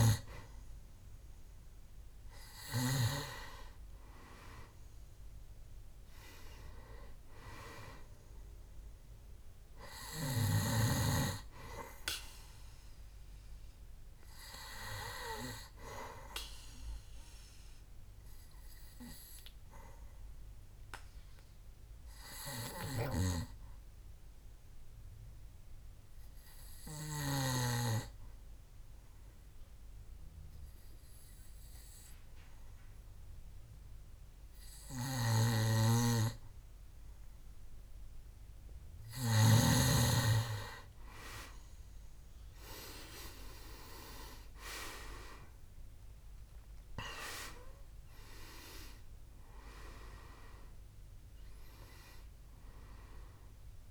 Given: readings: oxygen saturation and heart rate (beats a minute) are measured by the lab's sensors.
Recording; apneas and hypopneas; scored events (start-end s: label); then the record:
breathing in sleep by a room microphone; 1
0.00-3.50 s: snoring (device-marked)
0.00-20.00 s: oxygen desaturation (device-marked, oxygen 92% lowest, heart rate 66 extreme)
18.00-38.00 s: obstructive apnea (oxygen 98% before, 88% lowest, heart rate 68 before, 66 extreme, up 4 after)
42.50-47.50 s: arousal
44.00-53.91 s: oxygen desaturation (device-marked, oxygen 97% before, 88% lowest, heart rate 67 before, 63 extreme)
From the record:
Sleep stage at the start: N2 (light sleep); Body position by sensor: on the back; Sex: male